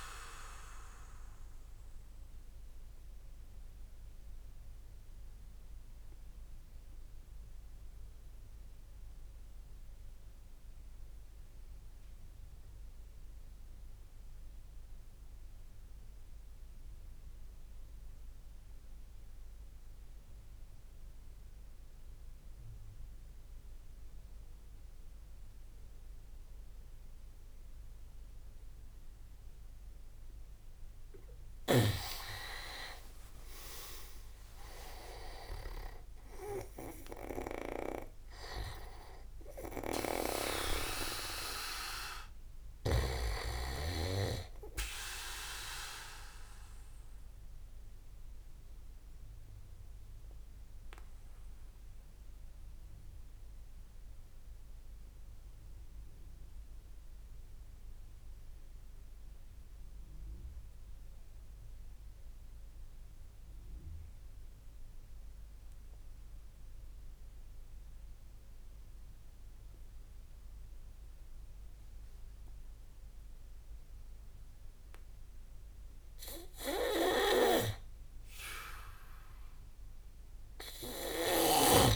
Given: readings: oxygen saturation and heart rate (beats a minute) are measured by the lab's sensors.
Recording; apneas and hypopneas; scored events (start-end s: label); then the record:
breathing in sleep by a room microphone; 2
0.00-2.00 s: oxygen desaturation (device-marked, oxygen 89% lowest)
1.00-30.50 s: obstructive apnea (oxygen 99% before, 88% lowest)
7.00-15.00 s: oxygen desaturation (device-marked, oxygen 92% before, 88% lowest)
33.00-62.00 s: oxygen desaturation (device-marked, oxygen 99% before, 89% lowest)
33.50-38.00 s: arousal
46.00-76.00 s: obstructive apnea (oxygen 99% before, 89% lowest)
77.00-81.00 s: arousal
77.00-81.96 s: oxygen desaturation (device-marked, oxygen 99% before, 91% lowest)
From the record:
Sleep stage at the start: REM sleep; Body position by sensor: on the back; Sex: male